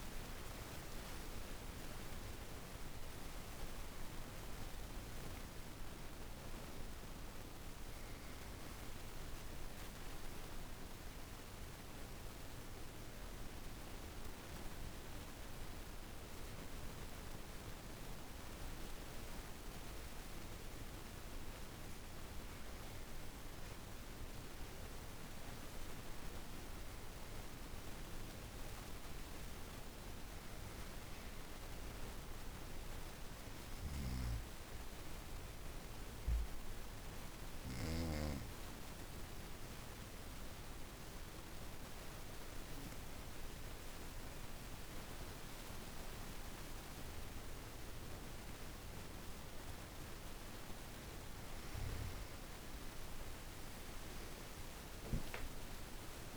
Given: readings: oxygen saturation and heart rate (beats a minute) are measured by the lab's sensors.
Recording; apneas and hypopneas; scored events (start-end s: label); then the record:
breathing in sleep, hard to hear, by a room microphone; 2
0.00-15.00 s: oxygen desaturation (device-marked, oxygen 90% lowest, heart rate 37 extreme)
9.00-20.00 s: obstructive apnea (oxygen 97% before, 89% lowest, heart rate 58 before, 37 extreme, up 14 after)
23.50-27.50 s: arousal
31.00-46.00 s: oxygen desaturation (device-marked, oxygen 98% before, 92% lowest, heart rate 46 before, 45 extreme)
33.00-37.50 s: snoring (device-marked)
35.50-48.50 s: obstructive apnea (oxygen 98% before, 88% lowest, heart rate 46 before, 45 extreme, up 4 after)
52.00-56.37 s: oxygen desaturation (device-marked, oxygen 98% before, 89% lowest, heart rate 52 before, 50 extreme)
From the record:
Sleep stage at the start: N2 (light sleep); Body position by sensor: on the back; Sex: female